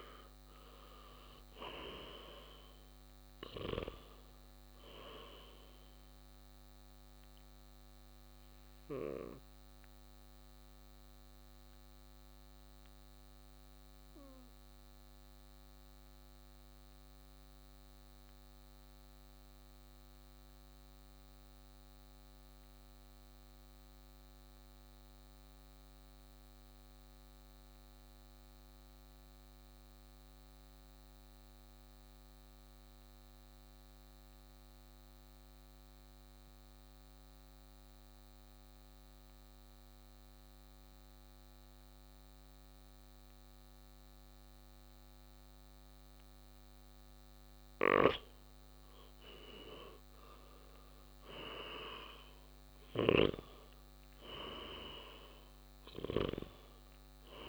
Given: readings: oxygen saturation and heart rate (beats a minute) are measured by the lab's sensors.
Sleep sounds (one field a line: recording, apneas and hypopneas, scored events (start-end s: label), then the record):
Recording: breathing in sleep by a microphone on the trachea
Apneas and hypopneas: 1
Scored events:
0.00-9.00 s: oxygen desaturation (device-marked, oxygen 89% lowest, heart rate 55 extreme)
11.00-48.00 s: mixed apnea (oxygen 97% before, 88% lowest, heart rate 62 before, 55 extreme, up 8 after)
37.00-57.49 s: oxygen desaturation (device-marked, oxygen 99% before, 88% lowest, heart rate 56 before, 56 extreme)
50.00-54.00 s: arousal
From the record:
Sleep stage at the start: N2 (light sleep)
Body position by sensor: on the right side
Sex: male